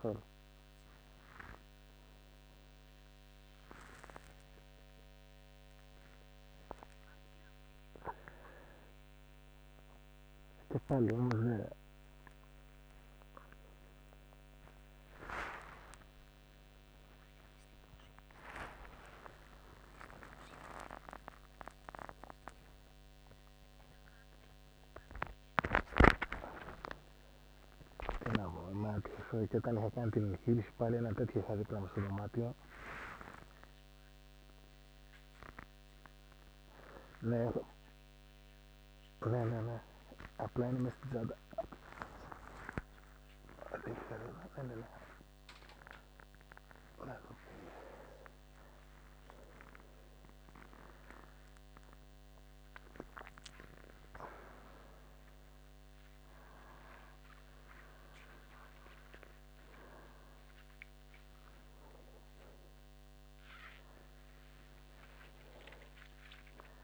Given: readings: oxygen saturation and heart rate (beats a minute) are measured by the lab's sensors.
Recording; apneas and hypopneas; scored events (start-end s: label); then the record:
a person awake in a sleep study, by a microphone on the trachea; none
25.50-29.50 s: snoring (device-marked)
From the record:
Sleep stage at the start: awake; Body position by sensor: on the right side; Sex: male